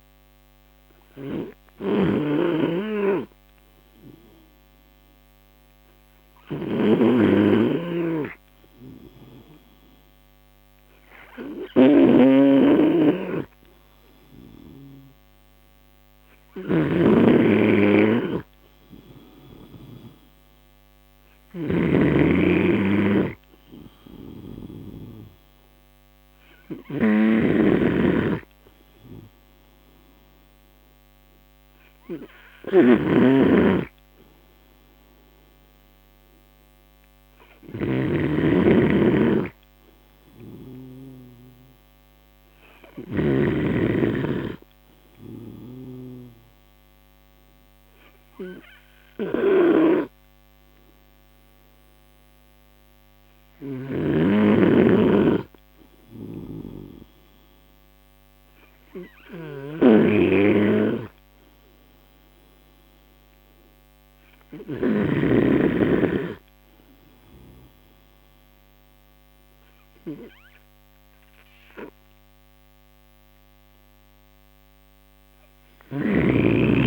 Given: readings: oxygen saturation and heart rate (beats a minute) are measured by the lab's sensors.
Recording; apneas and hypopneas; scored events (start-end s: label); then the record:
breathing in sleep by a microphone on the trachea; none
9.50-24.50 s: oxygen desaturation (device-marked, oxygen 93% before, 83% lowest)
17.50-44.00 s: snoring (device-marked)
From the record:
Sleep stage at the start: N3 (deep sleep); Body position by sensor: on the right side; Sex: male